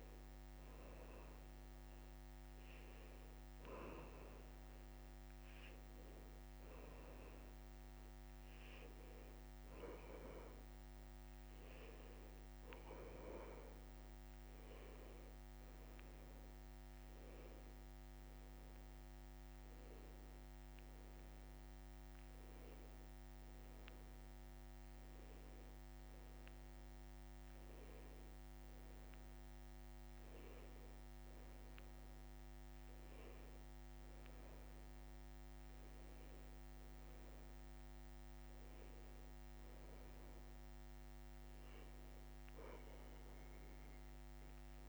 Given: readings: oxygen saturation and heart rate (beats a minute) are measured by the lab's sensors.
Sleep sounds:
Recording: breathing in sleep, hard to hear, by a microphone on the trachea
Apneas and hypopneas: none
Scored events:
none scored
From the record:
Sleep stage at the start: N2 (light sleep)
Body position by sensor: on the back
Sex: male

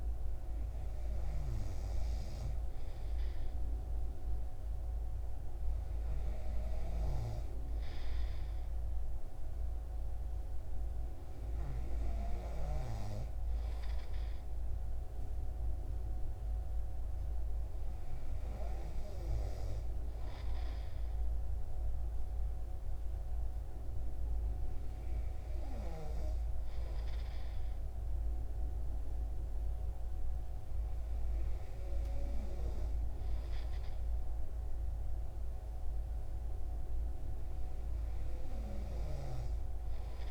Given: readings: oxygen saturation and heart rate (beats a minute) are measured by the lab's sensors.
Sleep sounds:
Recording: breathing in sleep by a room microphone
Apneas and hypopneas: none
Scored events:
none scored
From the record:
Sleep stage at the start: N2 (light sleep)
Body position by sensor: on the right side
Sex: male

